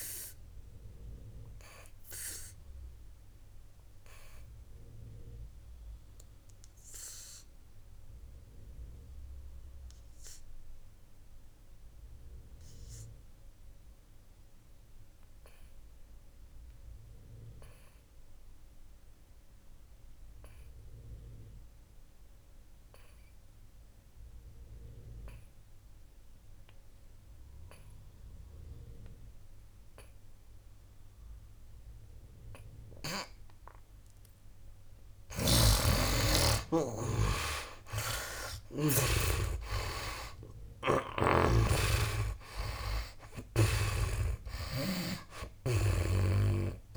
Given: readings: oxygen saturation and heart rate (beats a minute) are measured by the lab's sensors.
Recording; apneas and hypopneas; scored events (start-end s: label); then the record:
breathing in sleep by a room microphone; 1
0.00-33.50 s: oxygen desaturation (device-marked, oxygen 80% lowest, heart rate 56 extreme)
1.00-33.50 s: obstructive apnea (oxygen 99% before, 71% lowest, heart rate 66 before, 56 extreme, up 24 after)
35.50-39.00 s: snoring (device-marked)
35.50-46.97 s: oxygen desaturation (device-marked, oxygen 94% before, 71% lowest, heart rate 59 before, 57 extreme)
36.00-41.50 s: arousal
38.00-40.00 s: long interval between heartbeats (device-marked, heart rate 60 before, 77 extreme)
From the record:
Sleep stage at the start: N2 (light sleep); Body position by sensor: on the back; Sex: male